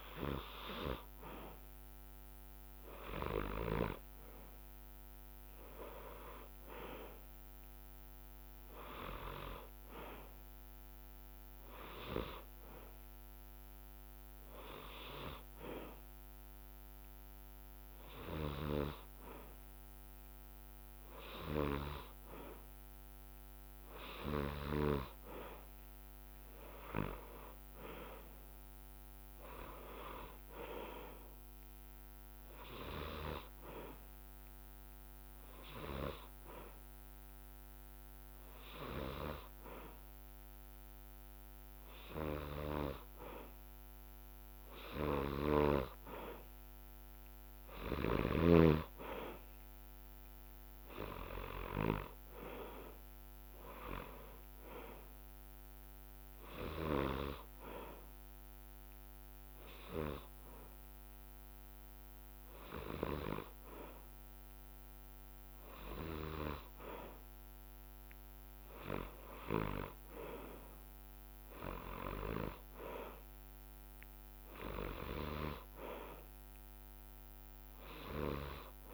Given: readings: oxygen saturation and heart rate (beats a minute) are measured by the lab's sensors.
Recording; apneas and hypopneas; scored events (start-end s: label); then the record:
breathing in sleep by a microphone on the trachea; 3
3.50-5.50 s: long interval between heartbeats (device-marked, heart rate 61 before, 63 extreme)
8.00-12.00 s: arousal
10.50-17.50 s: bradycardia (device-marked, heart rate 65 before, 57 extreme)
14.00-24.00 s: hypopnea (oxygen 97% before, 93% lowest, heart rate 63 before, 59 extreme, up 13 after)
26.50-30.00 s: arousal
33.50-41.50 s: oxygen desaturation (device-marked, oxygen 96% before, 93% lowest, heart rate 63 before, 59 extreme)
34.00-44.00 s: hypopnea (oxygen 97% before, 93% lowest, heart rate 63 before, 59 extreme, up 3 after)
46.50-50.00 s: arousal
52.50-61.50 s: drop in pulse transit time (device-marked, heart rate 62 before, 60 extreme)
57.50-67.50 s: hypopnea (oxygen 97% before, 93% lowest, heart rate 63 before, 59 extreme, up 9 after)
58.50-62.50 s: bradycardia (device-marked, heart rate 65 before, 59 extreme)
69.00-72.50 s: arousal
70.50-78.94 s: drop in pulse transit time (device-marked, heart rate 63 before, 59 extreme)
75.50-78.50 s: bradycardia (device-marked, heart rate 65 before, 62 extreme)
From the record:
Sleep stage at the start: N2 (light sleep); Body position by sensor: on the back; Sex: male